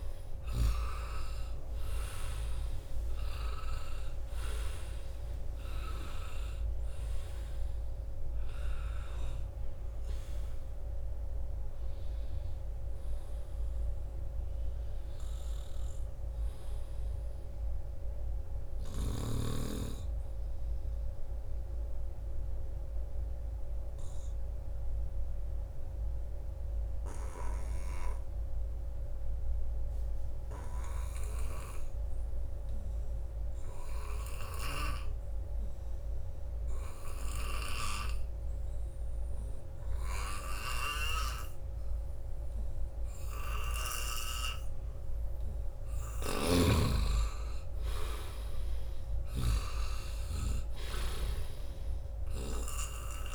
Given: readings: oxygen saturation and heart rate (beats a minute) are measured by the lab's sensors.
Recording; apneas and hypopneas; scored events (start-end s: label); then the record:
breathing in sleep by a room microphone; 1
0.00-1.50 s: arousal
0.00-16.00 s: oxygen desaturation (device-marked, oxygen 83% lowest, heart rate 82 extreme)
18.50-45.00 s: obstructive apnea (oxygen 98% before, 84% lowest, heart rate 85 before, 81 extreme, up 4 after)
36.00-53.35 s: oxygen desaturation (device-marked, oxygen 97% before, 85% lowest, heart rate 85 before, 81 extreme)
46.00-49.50 s: snoring (device-marked)
47.00-50.50 s: arousal
From the record:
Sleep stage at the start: N2 (light sleep); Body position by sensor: on the front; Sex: male